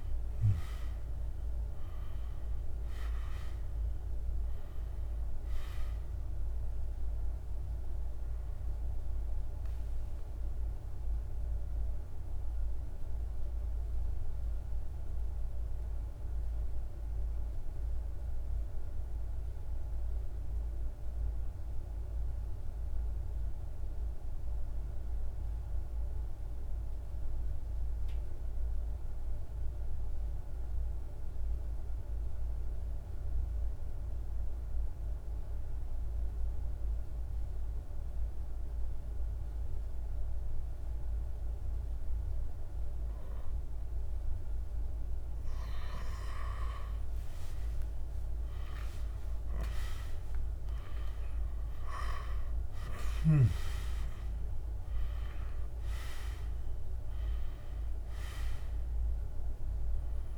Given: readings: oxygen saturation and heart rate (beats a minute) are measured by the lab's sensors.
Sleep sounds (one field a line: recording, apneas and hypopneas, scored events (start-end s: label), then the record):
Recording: breathing in sleep by a room microphone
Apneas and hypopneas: 1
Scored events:
0.00-15.00 s: oxygen desaturation (device-marked, oxygen 89% lowest, heart rate 35 extreme)
8.50-45.00 s: mixed apnea (oxygen 98% before, 85% lowest, heart rate 61 before, 28 extreme, up 13 after)
33.00-60.38 s: oxygen desaturation (device-marked, oxygen 99% before, 85% lowest, heart rate 48 before, 28 extreme)
46.00-51.00 s: arousal
From the record:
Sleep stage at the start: N2 (light sleep)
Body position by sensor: on the back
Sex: male